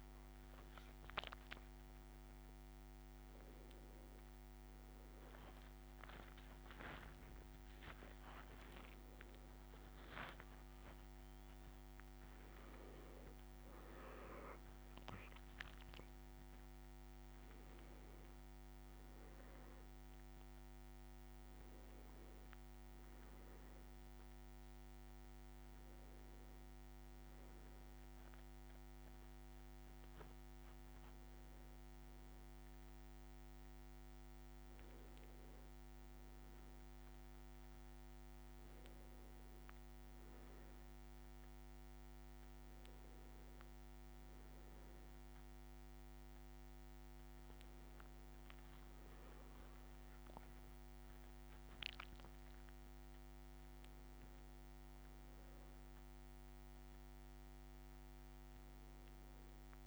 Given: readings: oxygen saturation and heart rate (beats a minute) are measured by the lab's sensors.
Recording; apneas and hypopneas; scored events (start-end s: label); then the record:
a person partly awake in a sleep study, hard to hear, by a microphone on the trachea; none
9.50-13.00 s: leg movement (device-marked)
25.50-59.87 s: new sleep stage, N1 (lightest sleep)
28.00-33.00 s: leg movement (device-marked)
56.00-58.00 s: leg movement (device-marked)
From the record:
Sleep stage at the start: awake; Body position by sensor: on the back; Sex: male